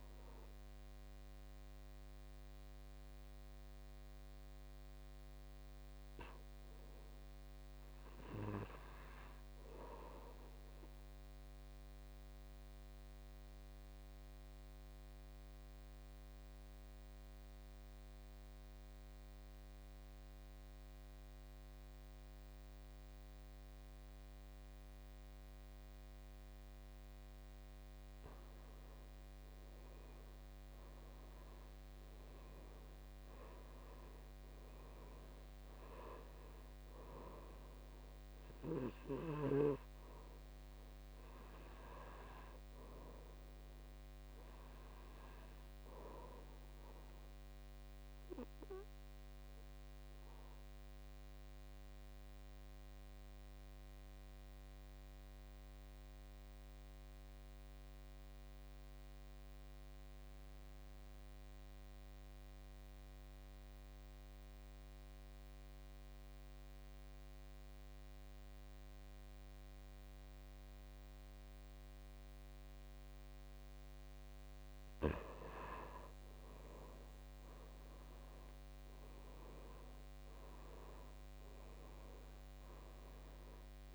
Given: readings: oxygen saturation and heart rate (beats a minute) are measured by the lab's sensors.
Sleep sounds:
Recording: breathing in sleep by a microphone on the trachea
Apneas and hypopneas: 2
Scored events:
0.00-13.00 s: oxygen desaturation (device-marked, oxygen 89% lowest, heart rate 56 extreme)
12.50-28.50 s: obstructive apnea (oxygen 98% before, 86% lowest, heart rate 61 before, 56 extreme, up 10 after)
23.00-61.00 s: oxygen desaturation (device-marked, oxygen 98% before, 86% lowest, heart rate 57 before, 55 extreme)
30.50-34.50 s: arousal
48.00-74.00 s: obstructive apnea (oxygen 98% before, 83% lowest, heart rate 64 before, 55 extreme, up 11 after)
74.50-79.00 s: arousal
75.00-83.95 s: oxygen desaturation (device-marked, oxygen 97% before, 83% lowest, heart rate 57 before, 50 extreme)
From the record:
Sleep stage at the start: N2 (light sleep)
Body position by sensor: on the back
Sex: male

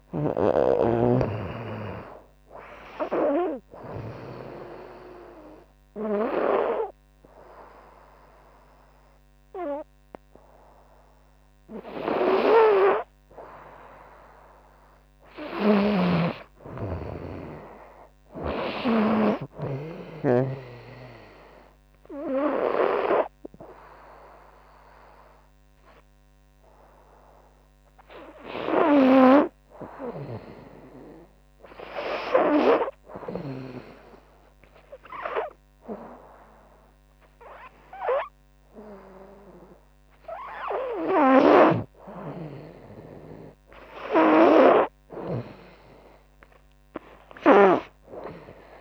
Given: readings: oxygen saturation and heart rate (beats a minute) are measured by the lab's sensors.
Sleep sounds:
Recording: breathing in sleep by a microphone on the trachea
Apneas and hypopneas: 1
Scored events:
3.00-13.00 s: hypopnea (oxygen 97% before, 93% lowest, heart rate 77 before, 70 extreme, up 10 after)
5.50-14.50 s: oxygen desaturation (device-marked, oxygen 97% before, 93% lowest, heart rate 77 before, 71 extreme)
14.50-18.50 s: arousal
15.00-19.00 s: snoring (device-marked)
From the record:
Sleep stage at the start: N2 (light sleep)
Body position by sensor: on the front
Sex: female

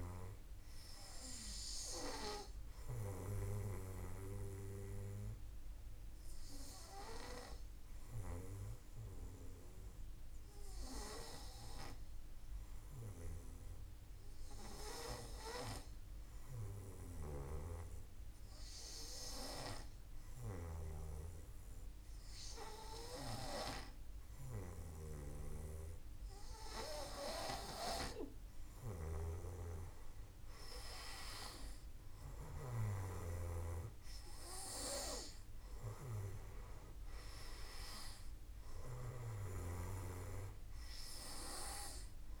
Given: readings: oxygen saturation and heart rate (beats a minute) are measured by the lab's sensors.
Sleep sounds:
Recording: breathing in sleep by a room microphone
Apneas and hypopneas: 1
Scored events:
6.00-25.50 s: hypopnea (oxygen 97% before, 94% lowest, heart rate 54 before, 52 extreme, up 1 after)
16.50-32.00 s: snoring (device-marked)
29.00-32.50 s: arousal
From the record:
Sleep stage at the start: N2 (light sleep)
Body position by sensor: on the back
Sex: male

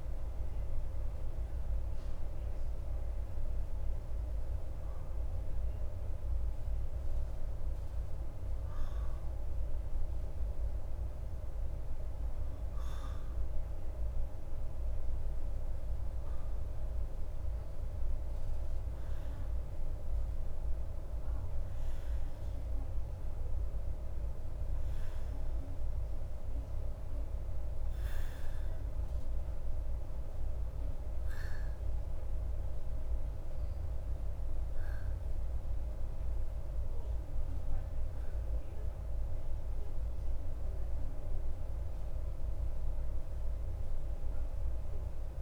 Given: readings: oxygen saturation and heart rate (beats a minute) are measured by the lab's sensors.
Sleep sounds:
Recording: breathing in sleep, hard to hear, by a room microphone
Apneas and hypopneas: none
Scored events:
9.00-28.00 s: oxygen desaturation (device-marked, oxygen 97% before, 93% lowest, heart rate 52 before, 51 extreme)
From the record:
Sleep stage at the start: N2 (light sleep)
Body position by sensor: on the back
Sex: male

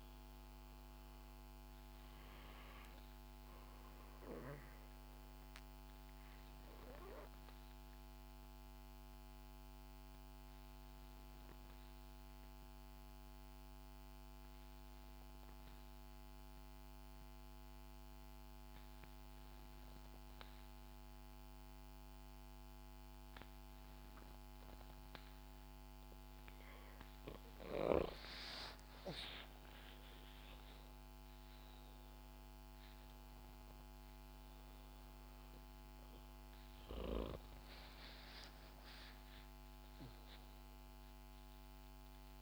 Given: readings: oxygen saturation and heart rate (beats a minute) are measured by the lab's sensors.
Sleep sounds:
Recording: breathing in sleep by a microphone on the trachea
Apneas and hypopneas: 1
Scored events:
4.50-28.00 s: obstructive apnea (oxygen 98% before, 93% lowest, heart rate 61 before, 59 extreme, up 8 after)
29.00-34.50 s: arousal
From the record:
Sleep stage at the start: N2 (light sleep)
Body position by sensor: on the back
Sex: female

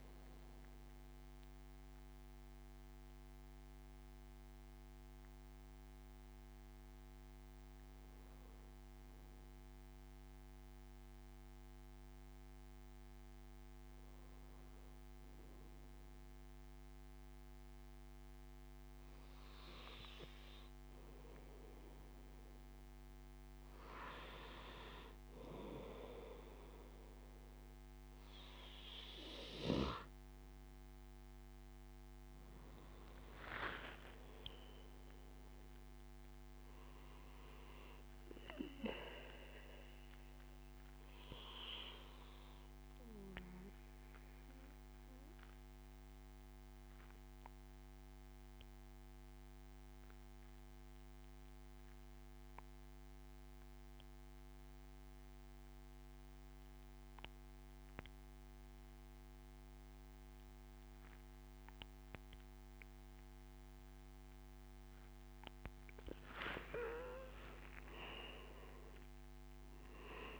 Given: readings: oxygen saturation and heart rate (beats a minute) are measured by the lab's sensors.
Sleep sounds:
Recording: a person partly awake in a sleep study, by a microphone on the trachea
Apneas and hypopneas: 2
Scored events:
6.50-70.40 s: new sleep stage, N2 (light sleep)
10.00-23.50 s: hypopnea (oxygen 97% before, 91% lowest, heart rate 96 before, 76 extreme, up 8 after)
27.50-31.50 s: arousal
32.50-50.50 s: oxygen desaturation (device-marked, oxygen 99% before, 95% lowest, heart rate 80 before, 76 extreme)
41.50-65.00 s: mixed apnea (oxygen 100% before, 91% lowest, heart rate 83 before, 76 extreme, up 10 after)
60.50-70.40 s: oxygen desaturation (device-marked, oxygen 98% before, 91% lowest, heart rate 80 before, 74 extreme)
67.50-70.40 s: arousal
From the record:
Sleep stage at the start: awake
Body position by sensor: on the back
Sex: male

